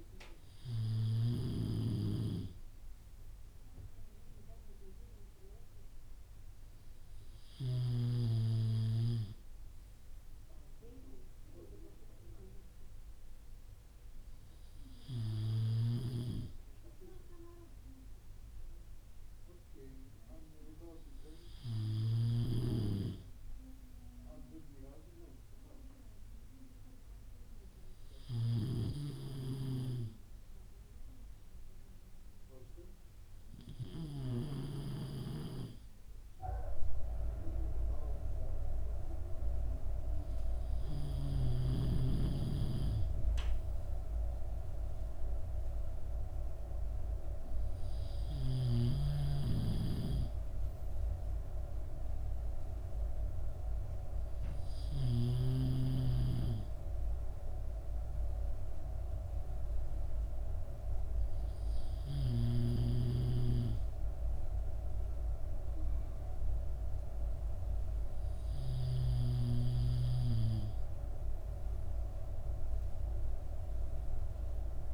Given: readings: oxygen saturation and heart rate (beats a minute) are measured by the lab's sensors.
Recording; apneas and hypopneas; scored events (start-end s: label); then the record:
breathing in sleep by a room microphone; none
none scored
From the record:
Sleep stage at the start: N3 (deep sleep); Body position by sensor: on the back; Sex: male